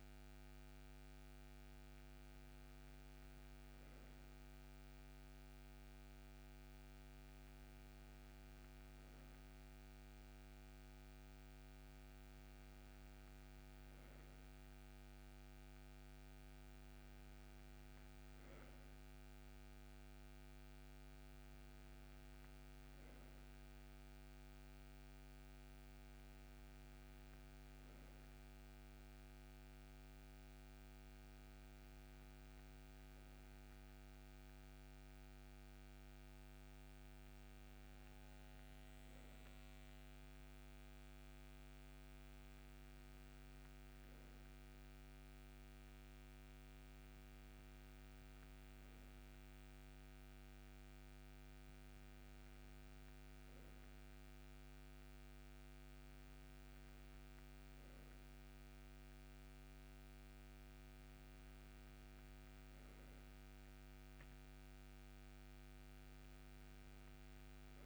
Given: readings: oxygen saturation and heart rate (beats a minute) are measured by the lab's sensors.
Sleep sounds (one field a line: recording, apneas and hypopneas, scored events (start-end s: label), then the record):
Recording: breathing in sleep, hard to hear, by a microphone on the trachea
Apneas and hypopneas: none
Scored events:
none scored
From the record:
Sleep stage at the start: N2 (light sleep)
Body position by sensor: on the right side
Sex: male